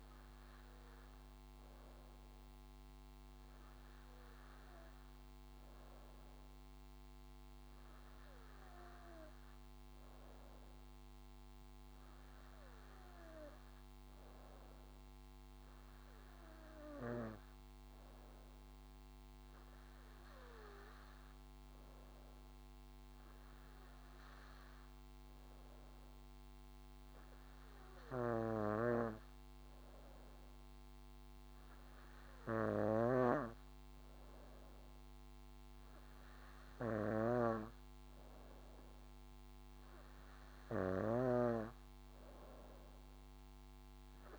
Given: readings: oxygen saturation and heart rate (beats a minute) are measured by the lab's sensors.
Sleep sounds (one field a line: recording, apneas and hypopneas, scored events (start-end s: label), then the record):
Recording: breathing in sleep by a microphone on the trachea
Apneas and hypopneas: none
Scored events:
none scored
From the record:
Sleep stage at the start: N2 (light sleep)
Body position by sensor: on the back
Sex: female